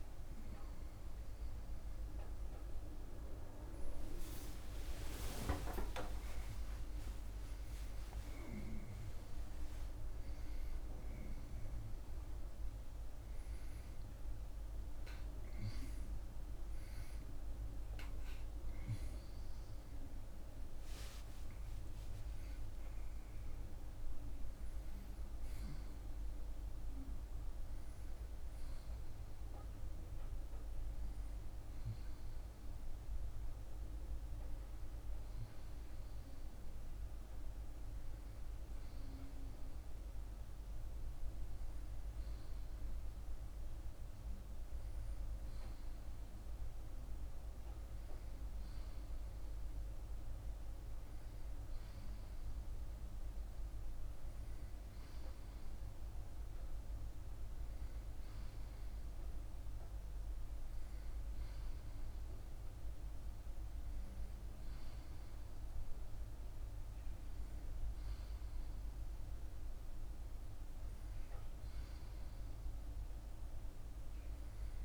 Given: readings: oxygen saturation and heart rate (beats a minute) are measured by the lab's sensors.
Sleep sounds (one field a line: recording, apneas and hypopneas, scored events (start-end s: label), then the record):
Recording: a person awake in a sleep study, by a room microphone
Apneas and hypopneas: none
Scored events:
44.50-74.85 s: new sleep stage, N1 (lightest sleep)
50.50-51.50 s: oxygen desaturation (device-marked, oxygen 92% before, 91% lowest)
From the record:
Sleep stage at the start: awake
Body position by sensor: on the back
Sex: male